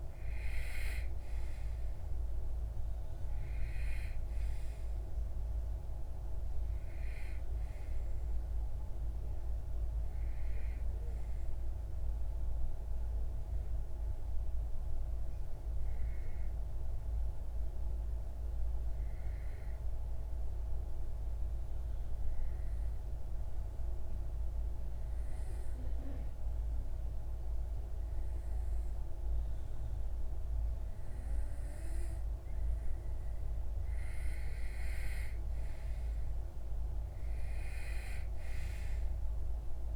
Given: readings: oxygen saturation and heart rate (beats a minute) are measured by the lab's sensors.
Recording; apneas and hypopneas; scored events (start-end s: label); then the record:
breathing in sleep, hard to hear, by a room microphone; 1
0.00-13.50 s: oxygen desaturation (device-marked, oxygen 92% lowest)
10.00-32.00 s: obstructive apnea (oxygen 95% before, 92% lowest)
32.50-37.00 s: arousal
35.50-39.96 s: oxygen desaturation (device-marked, oxygen 96% before, 92% lowest)
From the record:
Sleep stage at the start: N2 (light sleep); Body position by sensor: on the back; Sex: male